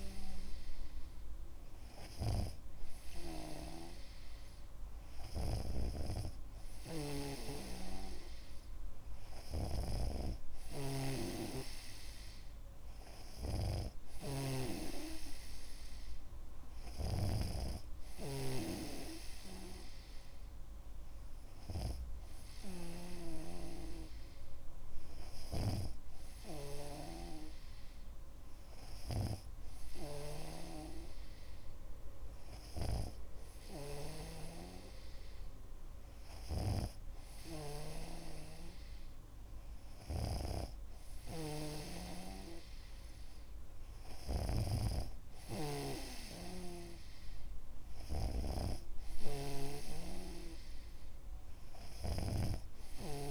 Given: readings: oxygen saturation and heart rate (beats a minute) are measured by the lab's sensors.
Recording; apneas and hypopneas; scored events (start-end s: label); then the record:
breathing in sleep by a room microphone; none
2.50-53.31 s: snoring (device-marked)
From the record:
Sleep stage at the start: N2 (light sleep); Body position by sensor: on the back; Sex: male